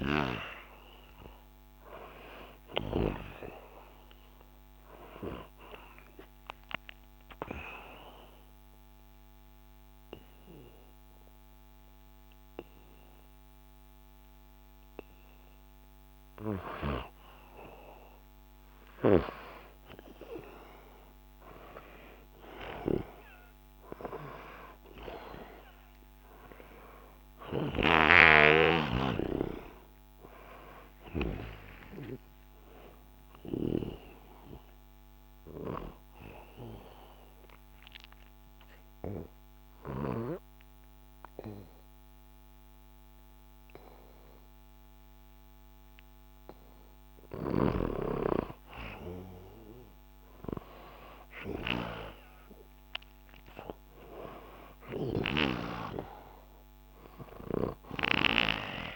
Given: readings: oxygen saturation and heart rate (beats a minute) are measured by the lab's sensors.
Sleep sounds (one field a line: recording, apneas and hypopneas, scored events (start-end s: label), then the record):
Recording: breathing in sleep by a microphone on the trachea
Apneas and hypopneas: 2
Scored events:
0.00-22.00 s: oxygen desaturation (device-marked, oxygen 89% lowest, heart rate 70 extreme)
5.00-17.50 s: obstructive apnea (oxygen 97% before, 89% lowest, heart rate 78 before, 70 extreme, up 0 after)
22.50-27.50 s: arousal
28.00-47.00 s: oxygen desaturation (device-marked, oxygen 98% before, 93% lowest, heart rate 72 before, 67 extreme)
35.00-48.00 s: obstructive apnea (oxygen 98% before, 91% lowest, heart rate 73 before, 67 extreme, up 0 after)
51.50-57.00 s: arousal
From the record:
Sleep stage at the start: N1 (lightest sleep)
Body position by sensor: on the back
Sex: male